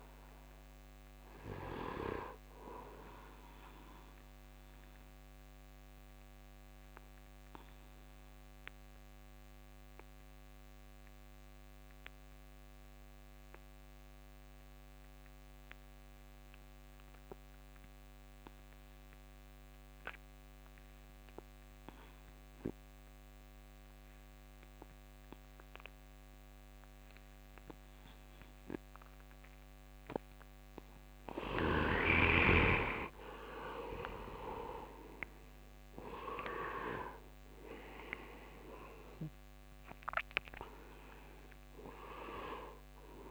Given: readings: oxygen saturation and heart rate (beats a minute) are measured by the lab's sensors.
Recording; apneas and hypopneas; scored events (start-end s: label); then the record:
breathing in sleep by a microphone on the trachea; 1
0.00-13.00 s: oxygen desaturation (device-marked, oxygen 98% before, 92% lowest, heart rate 74 before, 69 extreme)
3.00-29.50 s: obstructive apnea (oxygen 100% before, 80% lowest, heart rate 82 before, 70 extreme, up 7 after)
25.00-43.31 s: oxygen desaturation (device-marked, oxygen 98% before, 80% lowest, heart rate 72 before, 72 extreme)
30.00-35.00 s: arousal
From the record:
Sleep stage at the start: N2 (light sleep); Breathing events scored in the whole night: 417 in 5.0 hours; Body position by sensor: on the right side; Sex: male